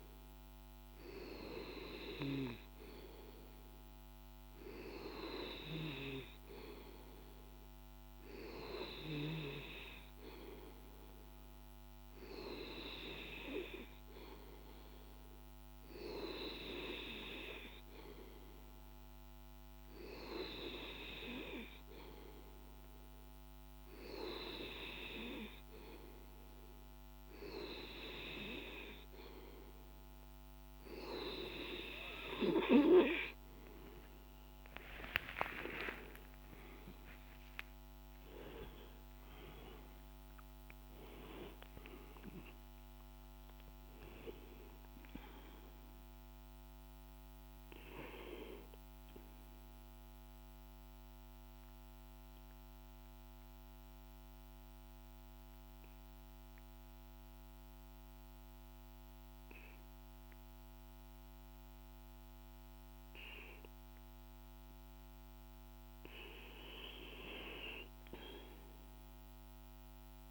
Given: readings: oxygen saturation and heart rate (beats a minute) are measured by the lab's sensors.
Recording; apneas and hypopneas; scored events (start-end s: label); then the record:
breathing in sleep by a microphone on the trachea; 1
33.50-38.50 s: arousal
49.00-64.00 s: mixed apnea (oxygen 94% before, 91% lowest, heart rate 64 before, 51 extreme, up 1 after)
From the record:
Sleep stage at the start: N2 (light sleep); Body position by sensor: on the back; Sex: male